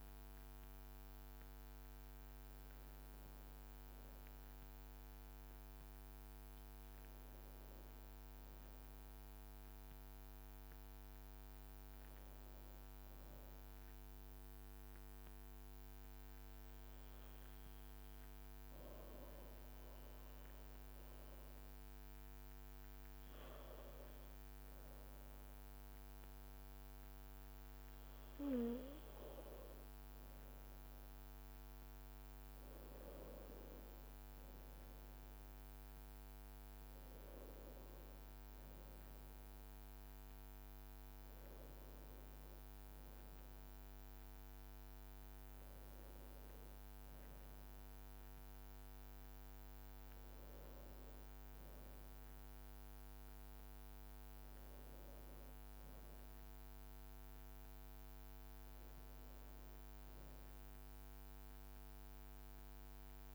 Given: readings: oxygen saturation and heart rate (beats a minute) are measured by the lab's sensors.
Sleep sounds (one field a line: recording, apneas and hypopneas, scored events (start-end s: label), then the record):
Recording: breathing in sleep, hard to hear, by a microphone on the trachea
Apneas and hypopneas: 1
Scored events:
13.00-24.00 s: obstructive apnea (oxygen 95% before, 91% lowest, heart rate 59 before, 53 extreme, up 1 after)
28.50-32.50 s: arousal
From the record:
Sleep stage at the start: N2 (light sleep)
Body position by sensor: on the back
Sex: male